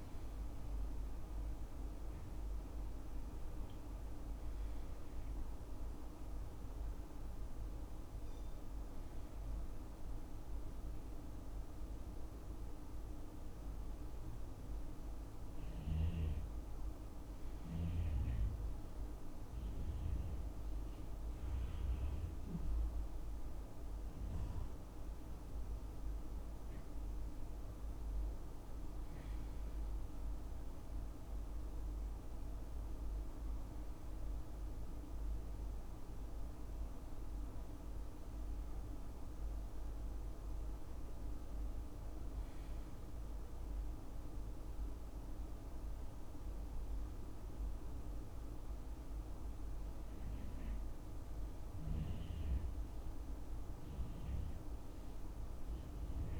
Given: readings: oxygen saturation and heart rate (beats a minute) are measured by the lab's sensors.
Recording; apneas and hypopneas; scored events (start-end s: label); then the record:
a person awake in a sleep study, hard to hear, by a room microphone; none
none scored
From the record:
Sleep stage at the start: awake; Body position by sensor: on the back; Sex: male